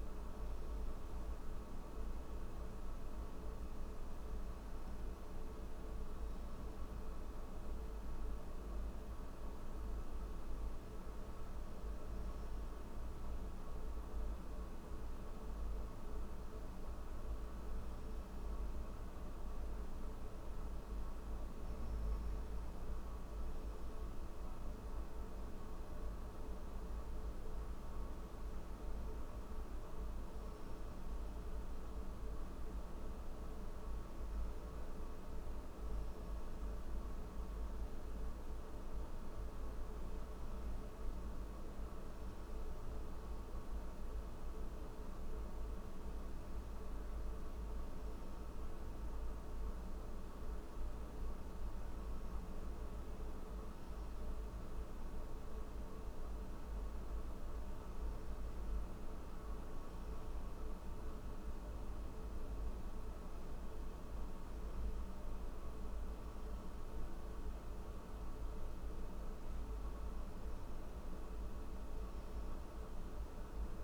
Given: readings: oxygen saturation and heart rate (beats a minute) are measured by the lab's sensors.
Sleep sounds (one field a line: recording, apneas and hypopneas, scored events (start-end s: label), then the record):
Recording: breathing in sleep, hard to hear, by a room microphone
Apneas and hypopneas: none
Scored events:
none scored
From the record:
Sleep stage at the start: N3 (deep sleep)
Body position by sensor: on the back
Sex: male